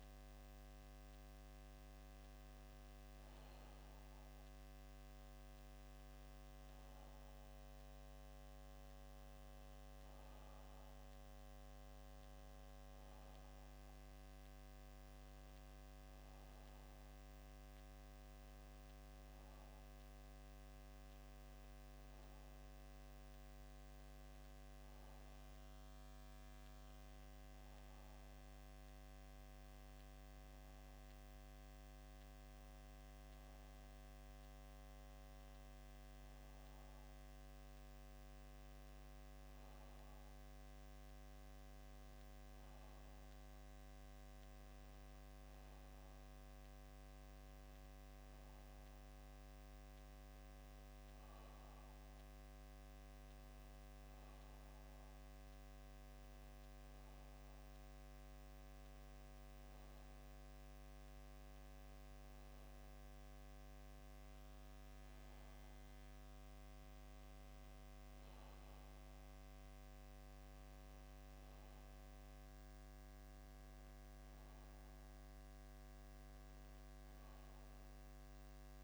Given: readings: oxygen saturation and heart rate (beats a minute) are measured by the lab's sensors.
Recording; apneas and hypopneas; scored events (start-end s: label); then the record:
breathing in sleep, hard to hear, by a microphone on the trachea; none
none scored
From the record:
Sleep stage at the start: REM sleep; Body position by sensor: on the back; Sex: male